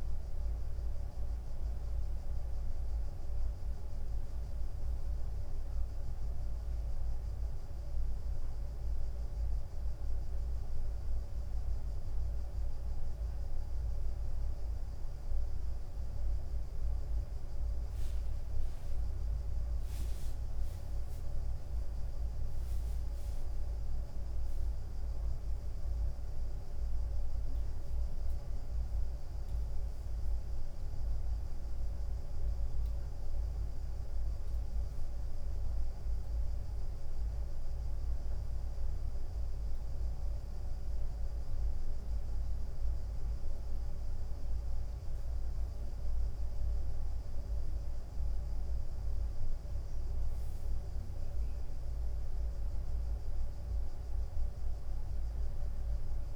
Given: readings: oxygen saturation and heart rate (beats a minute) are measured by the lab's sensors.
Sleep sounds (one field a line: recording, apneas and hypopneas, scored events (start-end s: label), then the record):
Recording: a person awake in a sleep study, hard to hear, by a room microphone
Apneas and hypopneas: 1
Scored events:
0.00-4.00 s: tachycardia (device-marked, heart rate 101 extreme)
25.50-36.00 s: hypopnea (oxygen 98% before, 94% lowest, heart rate 99 before, 97 extreme, up 0 after)
38.00-40.50 s: arousal
From the record:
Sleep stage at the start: awake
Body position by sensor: on the right side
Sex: male